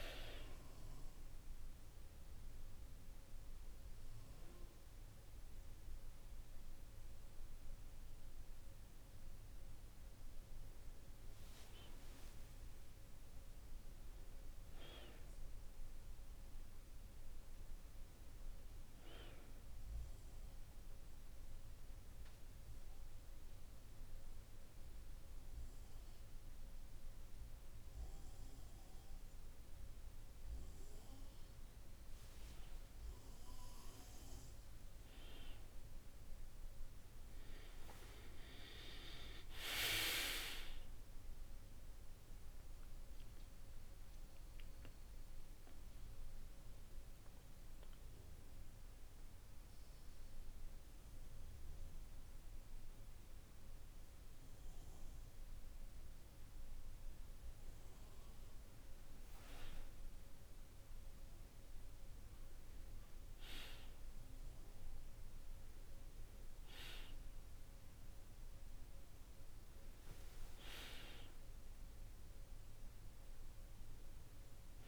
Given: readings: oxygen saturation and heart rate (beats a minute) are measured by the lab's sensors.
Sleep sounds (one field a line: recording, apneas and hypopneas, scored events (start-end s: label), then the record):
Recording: breathing in sleep by a room microphone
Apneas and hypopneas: 2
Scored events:
10.50-14.50 s: arousal
19.50-30.50 s: central apnea (oxygen 96% before, 95% lowest, heart rate 51 before, 49 extreme, up 4 after)
32.00-36.00 s: arousal
42.50-56.50 s: central apnea (oxygen 96% before, 95% lowest, heart rate 52 before, 50 extreme, up 1 after)
55.00-74.88 s: new sleep stage, N2 (light sleep)
60.00-64.00 s: arousal
From the record:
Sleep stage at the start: N1 (lightest sleep)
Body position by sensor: on the back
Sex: male